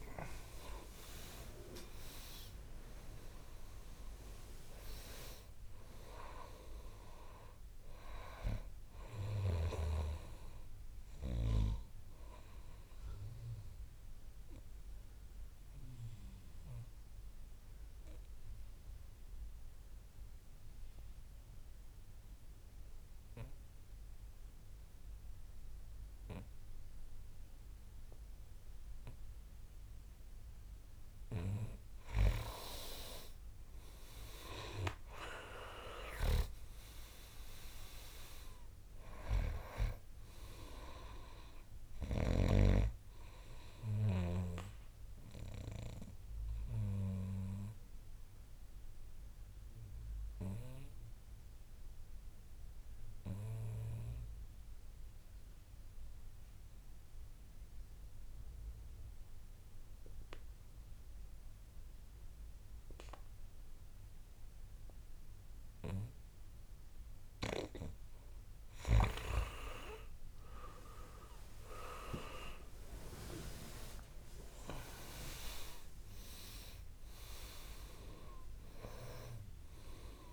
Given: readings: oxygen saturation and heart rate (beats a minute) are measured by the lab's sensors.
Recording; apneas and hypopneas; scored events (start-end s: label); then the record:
breathing in sleep by a room microphone; 2
0.00-26.50 s: oxygen desaturation (device-marked, oxygen 83% lowest, heart rate 63 extreme)
13.00-30.50 s: obstructive apnea (oxygen 99% before, 83% lowest, heart rate 78 before, 62 extreme, up 10 after)
34.00-37.50 s: arousal
36.50-62.50 s: oxygen desaturation (device-marked, oxygen 99% before, 84% lowest, heart rate 65 before, 59 extreme)
44.50-66.50 s: obstructive apnea (oxygen 99% before, 84% lowest, heart rate 69 before, 55 extreme, up 9 after)
69.50-80.33 s: oxygen desaturation (device-marked, oxygen 99% before, 86% lowest, heart rate 63 before, 55 extreme)
70.50-75.00 s: arousal
From the record:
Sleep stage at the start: N2 (light sleep); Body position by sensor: on the back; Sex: male